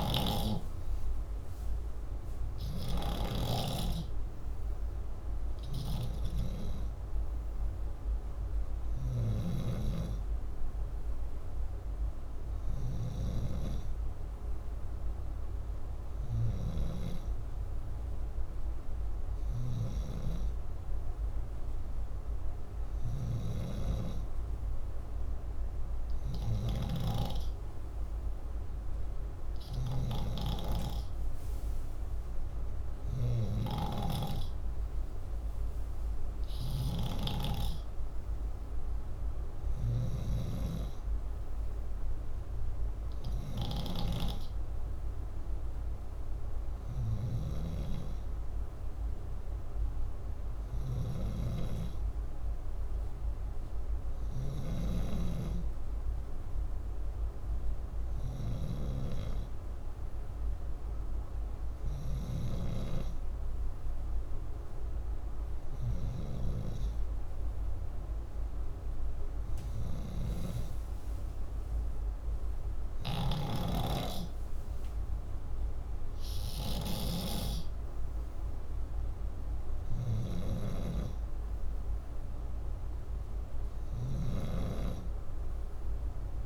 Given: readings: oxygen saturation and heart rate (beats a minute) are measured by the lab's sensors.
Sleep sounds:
breathing in sleep by a room microphone; none
0.00-9.00 s: snoring (device-marked)
29.50-37.00 s: snoring (device-marked)
69.50-86.46 s: snoring (device-marked)
From the record:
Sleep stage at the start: N2 (light sleep); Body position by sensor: upright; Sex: male

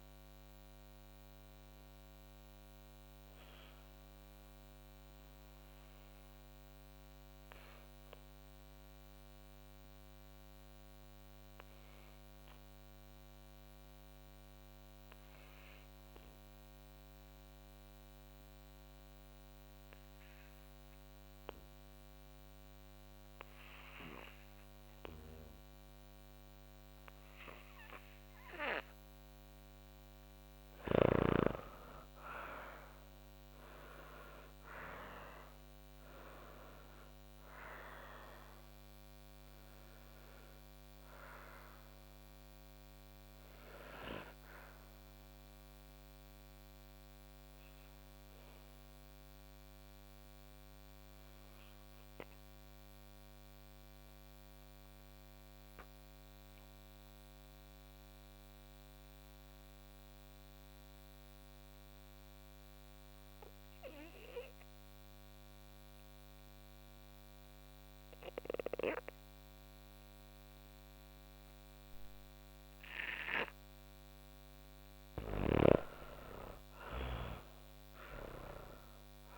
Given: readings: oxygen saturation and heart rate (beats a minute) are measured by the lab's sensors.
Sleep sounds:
breathing in sleep by a microphone on the trachea; 2
2.00-17.00 s: oxygen desaturation (device-marked, oxygen 95% before, 89% lowest, heart rate 47 before, 43 extreme)
5.50-27.50 s: obstructive apnea (oxygen 97% before, 89% lowest, heart rate 44 before, 34 extreme, up 22 after)
28.00-51.00 s: oxygen desaturation (device-marked, oxygen 99% before, 90% lowest, heart rate 52 before, 34 extreme)
30.00-34.50 s: arousal
42.50-71.00 s: obstructive apnea (oxygen 99% before, 87% lowest, heart rate 54 before, 38 extreme, up 12 after)
63.00-79.38 s: oxygen desaturation (device-marked, oxygen 98% before, 87% lowest, heart rate 46 before, 26 extreme)
73.00-77.50 s: arousal
From the record:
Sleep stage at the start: N2 (light sleep); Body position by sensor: on the back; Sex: female

